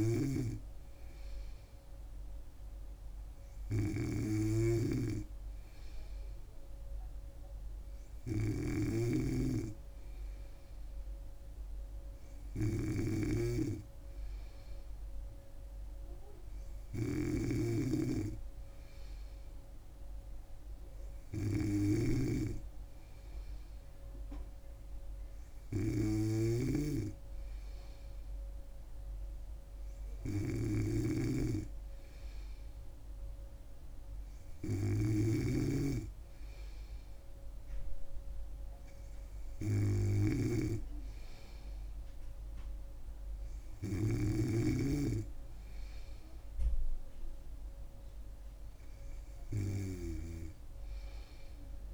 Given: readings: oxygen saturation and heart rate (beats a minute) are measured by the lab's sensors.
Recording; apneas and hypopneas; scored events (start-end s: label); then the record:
breathing in sleep by a room microphone; none
5.00-44.50 s: snoring (device-marked)
From the record:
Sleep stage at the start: N3 (deep sleep); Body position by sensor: on the back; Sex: female